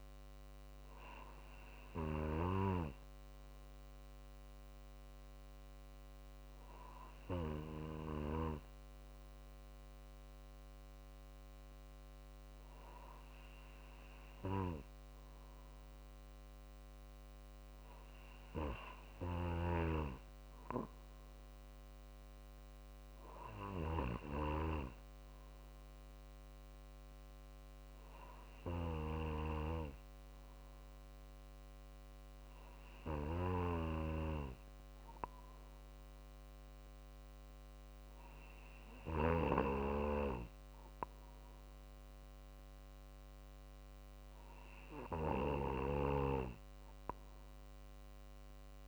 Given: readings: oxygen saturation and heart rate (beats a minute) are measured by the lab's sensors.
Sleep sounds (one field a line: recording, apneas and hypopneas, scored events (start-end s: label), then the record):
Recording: breathing in sleep by a microphone on the trachea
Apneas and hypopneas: none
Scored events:
1.00-15.00 s: drop in pulse transit time (device-marked, heart rate 50 before, 50 extreme)
From the record:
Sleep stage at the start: N2 (light sleep)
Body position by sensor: on the right side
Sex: male